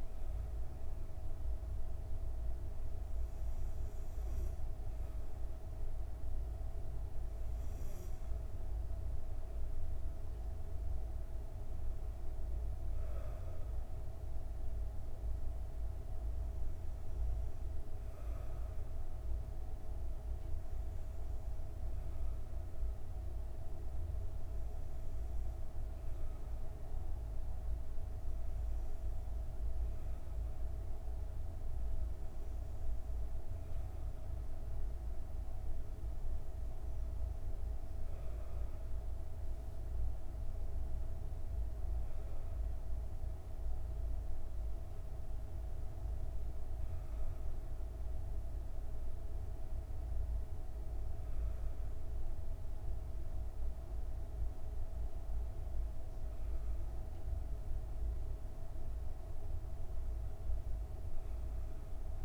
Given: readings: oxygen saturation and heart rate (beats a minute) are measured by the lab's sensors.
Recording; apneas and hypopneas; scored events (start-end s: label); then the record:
breathing in sleep, hard to hear, by a room microphone; none
none scored
From the record:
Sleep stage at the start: N2 (light sleep); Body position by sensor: on the back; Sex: female